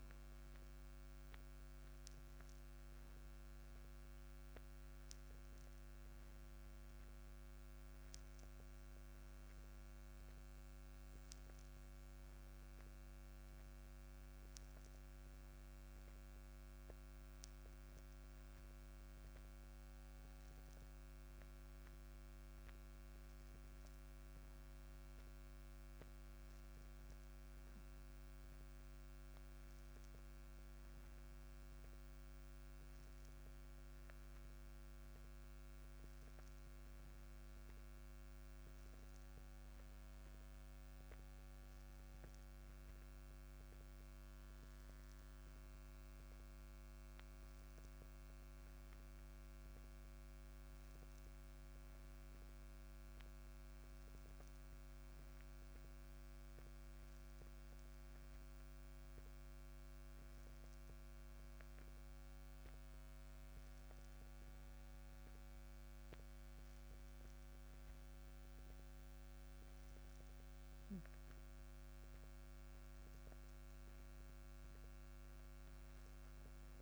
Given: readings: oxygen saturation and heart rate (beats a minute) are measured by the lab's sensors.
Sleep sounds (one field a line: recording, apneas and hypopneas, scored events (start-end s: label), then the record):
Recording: a person awake in a sleep study, hard to hear, by a microphone on the trachea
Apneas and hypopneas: none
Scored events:
none scored
From the record:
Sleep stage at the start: awake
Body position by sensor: on the back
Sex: male